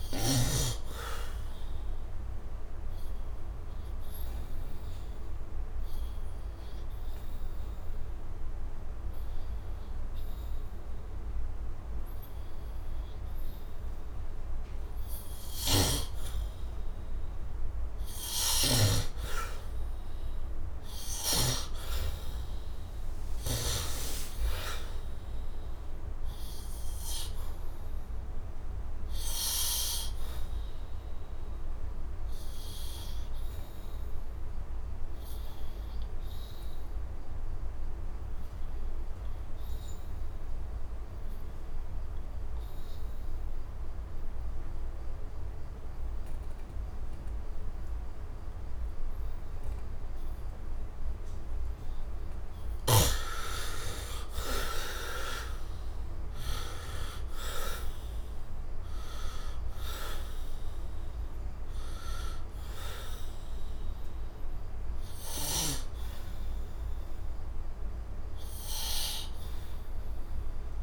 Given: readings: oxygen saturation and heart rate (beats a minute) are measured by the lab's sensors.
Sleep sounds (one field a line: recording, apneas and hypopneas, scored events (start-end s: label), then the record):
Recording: breathing in sleep by a room microphone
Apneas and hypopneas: 2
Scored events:
0.00-17.00 s: oxygen desaturation (device-marked, oxygen 62% lowest, heart rate 72 extreme)
3.50-17.00 s: obstructive apnea (oxygen 98% before, 62% lowest, heart rate 86 before, 72 extreme, up 12 after)
18.00-21.50 s: snoring (device-marked)
19.50-24.00 s: arousal
28.00-42.00 s: oxygen desaturation (device-marked, oxygen 99% before, 83% lowest, heart rate 78 before, 73 extreme)
29.00-51.00 s: obstructive apnea (oxygen 99% before, 67% lowest, heart rate 78 before, 73 extreme, up 12 after)
49.00-70.83 s: oxygen desaturation (device-marked, oxygen 97% before, 67% lowest, heart rate 75 before, 73 extreme)
52.50-55.50 s: arousal
From the record:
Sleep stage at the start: N2 (light sleep)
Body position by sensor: on the right side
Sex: male